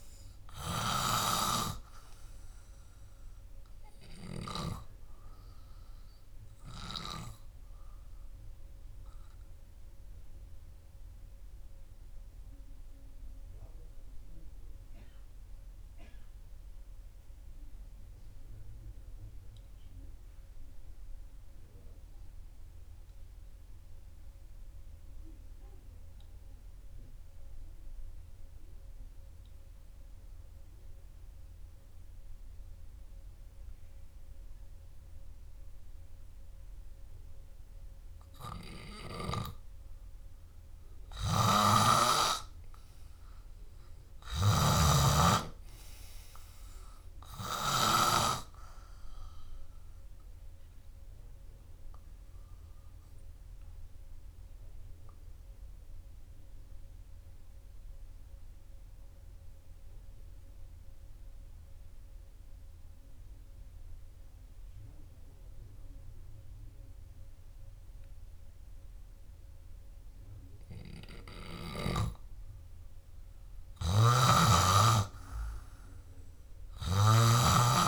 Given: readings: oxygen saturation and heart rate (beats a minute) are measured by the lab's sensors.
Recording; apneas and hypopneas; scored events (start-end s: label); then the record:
breathing in sleep by a room microphone; 2
8.00-36.00 s: oxygen desaturation (device-marked, oxygen 98% before, 90% lowest, heart rate 63 before, 57 extreme)
10.50-37.00 s: obstructive apnea (oxygen 100% before, 88% lowest, heart rate 64 before, 57 extreme)
42.50-45.50 s: arousal
52.00-71.50 s: obstructive apnea (oxygen 99% before, 88% lowest, heart rate 63 before, 61 extreme, up 0 after)
65.00-77.88 s: oxygen desaturation (device-marked, oxygen 97% before, 88% lowest, heart rate 67 before, 56 extreme)
74.50-77.88 s: snoring (device-marked)
76.00-77.88 s: arousal
From the record:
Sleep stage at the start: N2 (light sleep); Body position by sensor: on the back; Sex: male